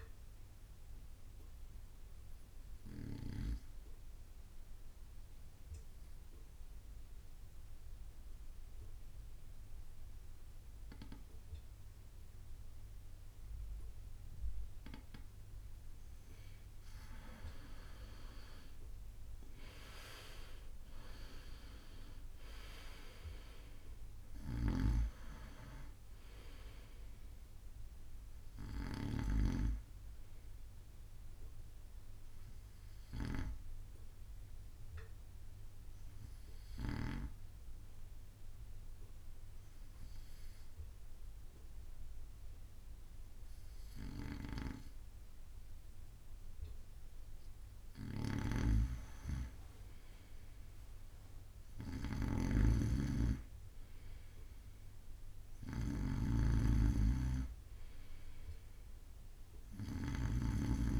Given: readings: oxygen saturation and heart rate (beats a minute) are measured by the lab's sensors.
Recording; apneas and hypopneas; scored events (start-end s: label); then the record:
breathing in sleep by a room microphone; 2
0.00-9.50 s: oxygen desaturation (device-marked, oxygen 94% lowest)
0.00-23.50 s: bradycardia (device-marked)
4.00-16.50 s: obstructive apnea (oxygen 98% before, 93% lowest)
11.00-13.00 s: long interval between heartbeats (device-marked)
18.00-23.00 s: arousal
21.50-42.50 s: oxygen desaturation (device-marked, oxygen 98% before, 93% lowest)
24.50-30.00 s: snoring (device-marked)
32.50-35.50 s: bradycardia (device-marked)
35.50-48.00 s: obstructive apnea (oxygen 98% before, 93% lowest)
48.50-61.00 s: snoring (device-marked)
51.00-56.00 s: arousal
57.50-59.50 s: bradycardia (device-marked)
From the record:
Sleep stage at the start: N2 (light sleep); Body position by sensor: on the right side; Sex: male